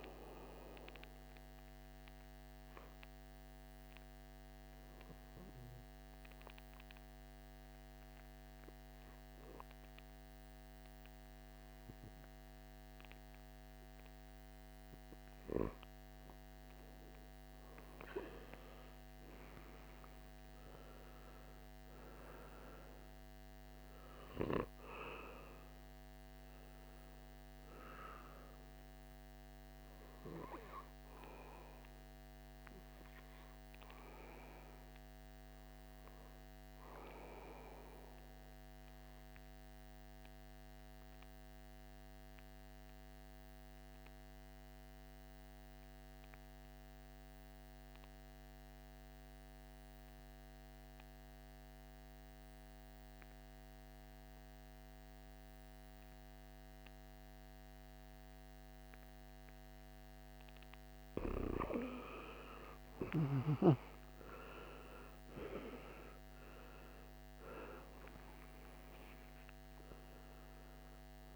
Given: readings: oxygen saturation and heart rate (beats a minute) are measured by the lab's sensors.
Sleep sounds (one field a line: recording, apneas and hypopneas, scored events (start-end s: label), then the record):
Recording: breathing in sleep by a microphone on the trachea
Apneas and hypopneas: 2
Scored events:
0.00-1.50 s: arousal
4.00-14.50 s: obstructive apnea (oxygen 99% before, 90% lowest, heart rate 77 before, 57 extreme, up 10 after)
16.50-20.00 s: arousal
19.50-40.50 s: oxygen desaturation (device-marked, oxygen 99% before, 94% lowest, heart rate 60 before, 57 extreme)
35.50-60.00 s: obstructive apnea (oxygen 99% before, 88% lowest, heart rate 64 before, 57 extreme, up 19 after)
58.50-71.36 s: oxygen desaturation (device-marked, oxygen 98% before, 88% lowest, heart rate 60 before, 57 extreme)
61.50-66.50 s: arousal
From the record:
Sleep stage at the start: N2 (light sleep)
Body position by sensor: on the right side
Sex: male